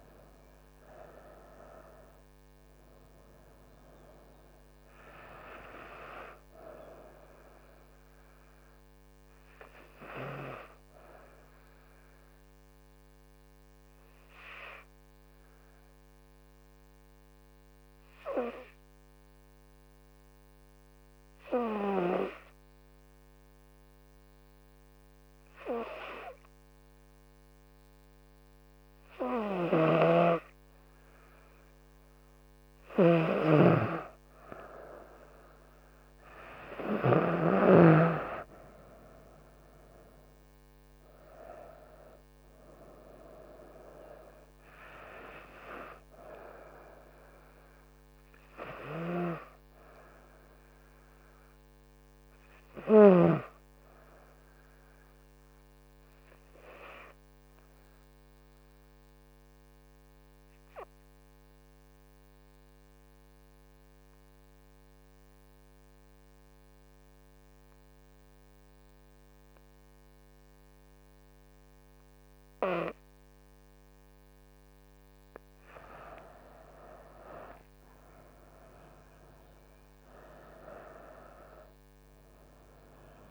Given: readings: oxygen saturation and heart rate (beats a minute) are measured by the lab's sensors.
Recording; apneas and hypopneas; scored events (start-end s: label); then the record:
breathing in sleep by a microphone on the trachea; 2
0.00-10.00 s: oxygen desaturation (device-marked, oxygen 94% lowest, heart rate 66 extreme)
12.00-30.50 s: hypopnea (oxygen 97% before, 94% lowest, heart rate 75 before, 65 extreme, up 6 after)
34.00-52.00 s: oxygen desaturation (device-marked, oxygen 98% before, 94% lowest, heart rate 68 before, 64 extreme)
39.00-42.00 s: arousal
59.50-74.50 s: obstructive apnea (oxygen 97% before, 93% lowest, heart rate 71 before, 66 extreme, up 12 after)
77.50-82.00 s: arousal
78.00-83.31 s: oxygen desaturation (device-marked, oxygen 98% before, 93% lowest, heart rate 67 before, 66 extreme)
From the record:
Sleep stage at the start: N2 (light sleep); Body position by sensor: on the front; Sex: female